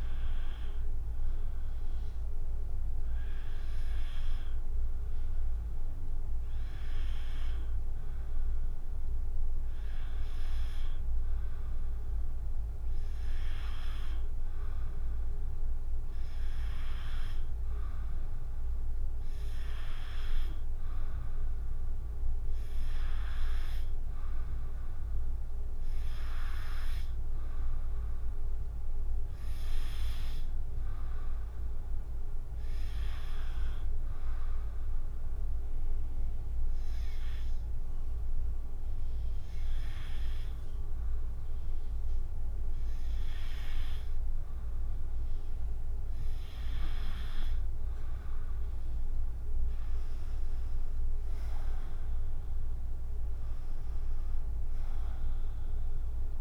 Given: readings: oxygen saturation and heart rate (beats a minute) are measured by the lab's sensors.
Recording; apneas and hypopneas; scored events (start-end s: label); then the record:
breathing in sleep by a room microphone; 1
35.50-47.00 s: hypopnea (oxygen 95% before, 93% lowest, heart rate 76 before, 71 extreme, up 8 after)
48.00-56.41 s: drop in pulse transit time (device-marked, heart rate 74 before, 75 extreme)
50.50-54.50 s: arousal
From the record:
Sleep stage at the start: N2 (light sleep); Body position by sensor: on the back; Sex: female